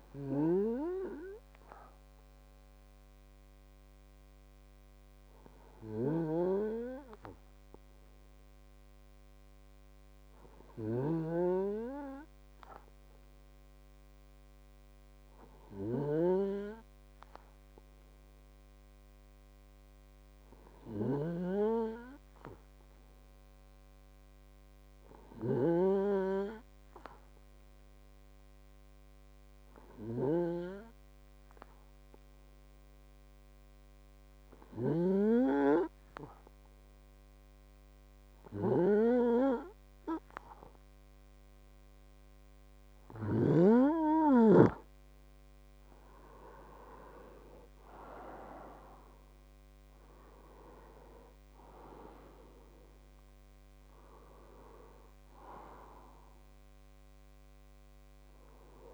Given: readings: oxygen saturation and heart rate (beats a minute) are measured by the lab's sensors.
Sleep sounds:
breathing in sleep by a microphone on the trachea; 1
0.00-8.50 s: oxygen desaturation (device-marked, oxygen 93% lowest, heart rate 50 extreme)
0.50-42.00 s: hypopnea (oxygen 96% before, 91% lowest, heart rate 57 before, 51 extreme, up 5 after)
11.00-16.50 s: snoring (device-marked)
30.50-58.94 s: oxygen desaturation (device-marked, oxygen 97% before, 91% lowest, heart rate 54 before, 50 extreme)
47.00-51.00 s: arousal
From the record:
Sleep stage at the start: N2 (light sleep); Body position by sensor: on the right side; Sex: male

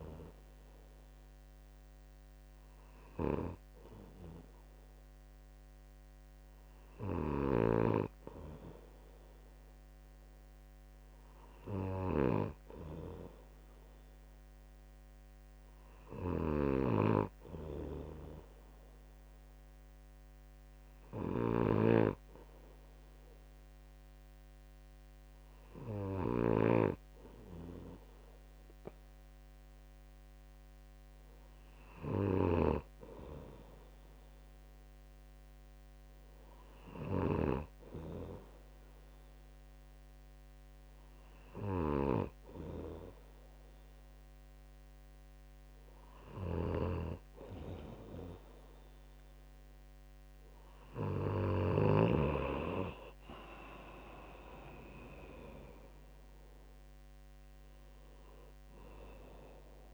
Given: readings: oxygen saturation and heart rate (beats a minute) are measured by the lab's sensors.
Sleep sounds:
breathing in sleep by a microphone on the trachea; none
8.00-53.00 s: snoring (device-marked)
54.50-58.50 s: arousal
From the record:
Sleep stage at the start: N2 (light sleep); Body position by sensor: on the right side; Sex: male

